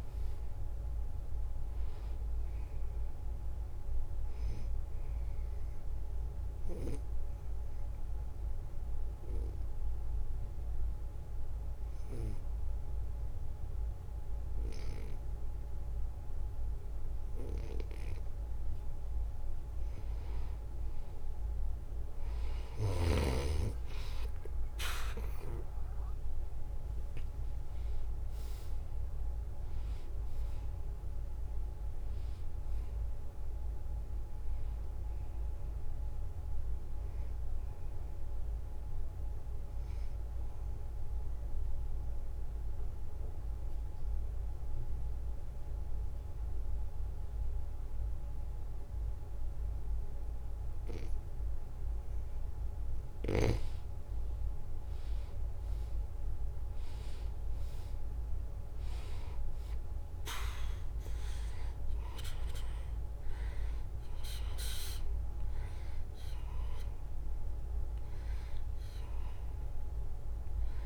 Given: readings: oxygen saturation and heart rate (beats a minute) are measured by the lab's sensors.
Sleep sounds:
breathing in sleep by a room microphone; 2
0.00-9.00 s: oxygen desaturation (device-marked, oxygen 90% lowest, heart rate 72 extreme)
7.00-19.50 s: obstructive apnea (oxygen 94% before, 88% lowest, heart rate 74 before, 72 extreme, up 2 after)
25.50-29.50 s: arousal
26.00-56.00 s: oxygen desaturation (device-marked, oxygen 95% before, 89% lowest, heart rate 74 before, 72 extreme)
27.00-41.00 s: drop in pulse transit time (device-marked, heart rate 74 before, 74 extreme)
40.50-53.00 s: obstructive apnea (oxygen 95% before, 88% lowest, heart rate 76 before, 72 extreme, up 2 after)
58.50-63.50 s: arousal
64.00-70.86 s: oxygen desaturation (device-marked, oxygen 95% before, 88% lowest, heart rate 73 before, 70 extreme)
67.00-70.86 s: drop in pulse transit time (device-marked, heart rate 73 before, 75 extreme)
From the record:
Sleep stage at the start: N2 (light sleep); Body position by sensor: on the right side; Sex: male

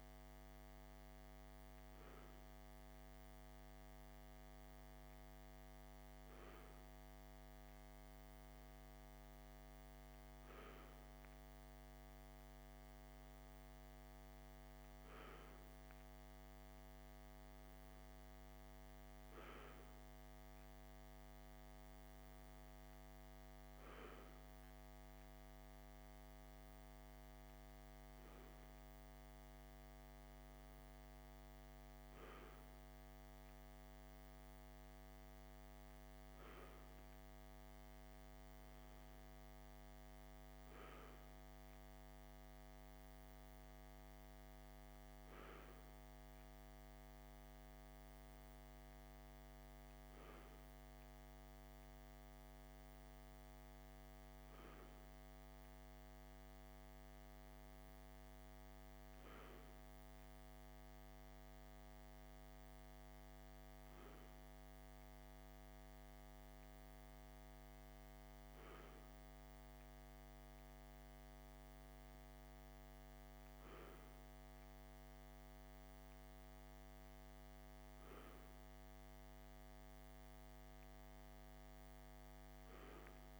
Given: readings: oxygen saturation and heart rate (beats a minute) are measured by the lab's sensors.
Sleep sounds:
breathing in sleep, hard to hear, by a microphone on the trachea; none
none scored
From the record:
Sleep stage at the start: N2 (light sleep); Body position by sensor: on the left side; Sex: male

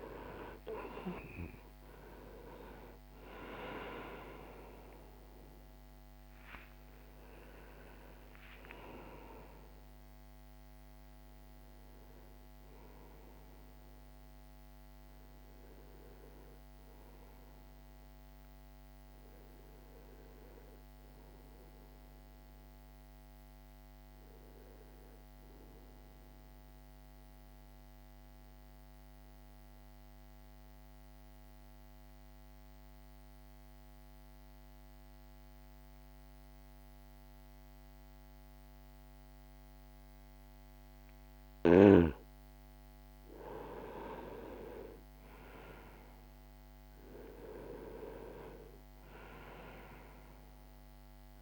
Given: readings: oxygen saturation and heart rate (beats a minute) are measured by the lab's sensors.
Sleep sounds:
breathing in sleep by a microphone on the trachea; 1
0.00-3.50 s: oxygen desaturation (device-marked, oxygen 91% lowest)
13.50-51.42 s: new sleep stage, N1 (lightest sleep)
26.00-42.00 s: mixed apnea (oxygen 93% before, 87% lowest)
44.00-48.50 s: arousal
44.50-51.42 s: oxygen desaturation (device-marked, oxygen 99% before, 87% lowest)
From the record:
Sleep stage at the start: N2 (light sleep); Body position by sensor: on the back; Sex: male

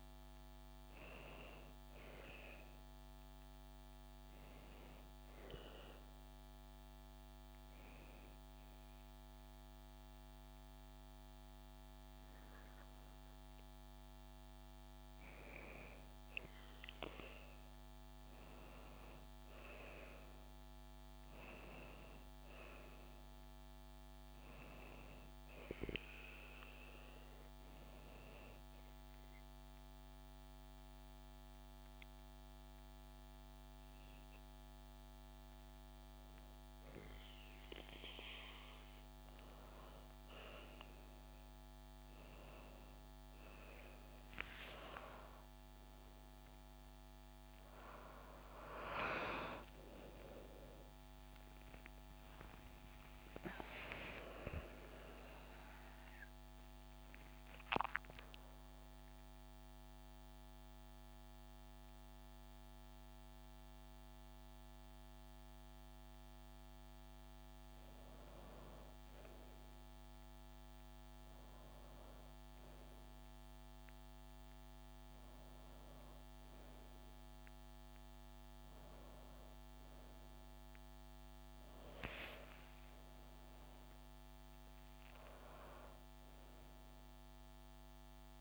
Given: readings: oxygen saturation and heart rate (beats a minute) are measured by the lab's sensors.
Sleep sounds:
a person partly awake in a sleep study, by a microphone on the trachea; 3
5.00-15.00 s: obstructive apnea (oxygen 97% before, 95% lowest, heart rate 75 before, 66 extreme, up 12 after)
17.50-22.50 s: arousal
27.00-37.50 s: hypopnea (oxygen 96% before, 95% lowest, heart rate 72 before, 68 extreme, up 11 after)
47.00-52.50 s: arousal
54.50-66.00 s: central apnea (oxygen 96% before, 95% lowest, heart rate 75 before, 69 extreme)
64.00-88.41 s: new sleep stage, awake
From the record:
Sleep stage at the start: N1 (lightest sleep); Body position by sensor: on the back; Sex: female

